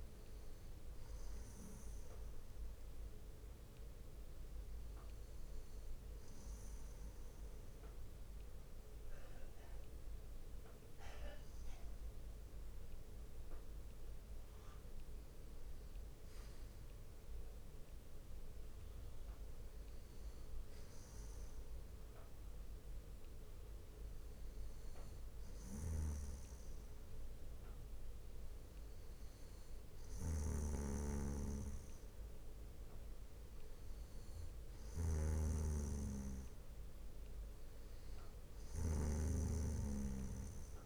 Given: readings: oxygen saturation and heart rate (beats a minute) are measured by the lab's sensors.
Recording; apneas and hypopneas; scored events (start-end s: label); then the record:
breathing in sleep by a room microphone; none
5.50-7.50 s: bradycardia (device-marked, heart rate 63 before, 64 extreme)
10.50-12.50 s: bradycardia (device-marked, heart rate 63 before, 61 extreme)
From the record:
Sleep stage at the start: N2 (light sleep); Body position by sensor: on the back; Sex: male